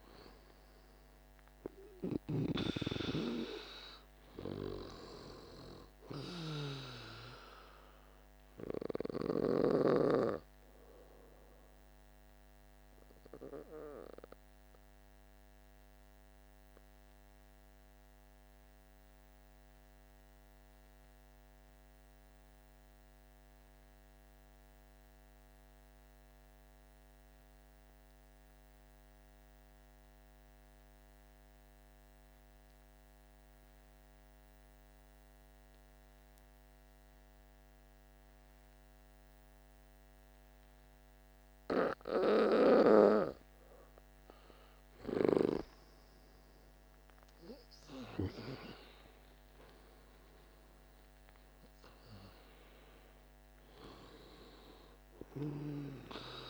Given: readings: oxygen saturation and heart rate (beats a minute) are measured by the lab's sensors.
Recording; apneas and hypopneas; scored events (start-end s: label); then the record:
breathing in sleep by a microphone on the trachea; 1
0.00-1.00 s: arousal
0.00-23.50 s: oxygen desaturation (device-marked, oxygen 88% lowest, heart rate 48 extreme)
13.50-41.50 s: obstructive apnea (oxygen 99% before, 85% lowest, heart rate 55 before, 48 extreme, up 11 after)
35.50-56.50 s: oxygen desaturation (device-marked, oxygen 99% before, 85% lowest, heart rate 48 before, 48 extreme)
43.50-47.00 s: arousal
From the record:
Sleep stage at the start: N2 (light sleep); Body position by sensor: on the back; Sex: male